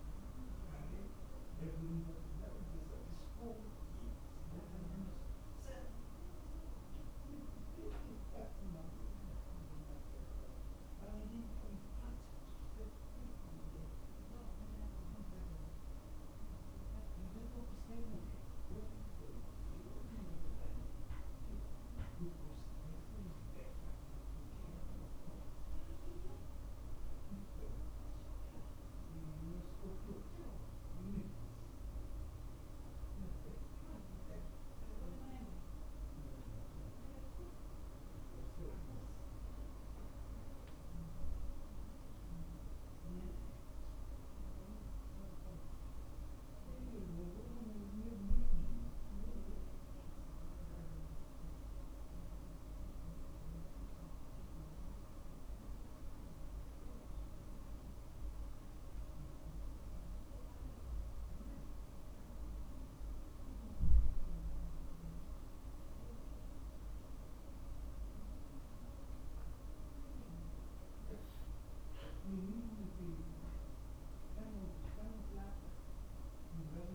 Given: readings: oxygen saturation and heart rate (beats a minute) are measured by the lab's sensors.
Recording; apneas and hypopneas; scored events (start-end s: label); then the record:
a person awake in a sleep study, by a room microphone; none
none scored
From the record:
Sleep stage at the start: awake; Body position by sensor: on the back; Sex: male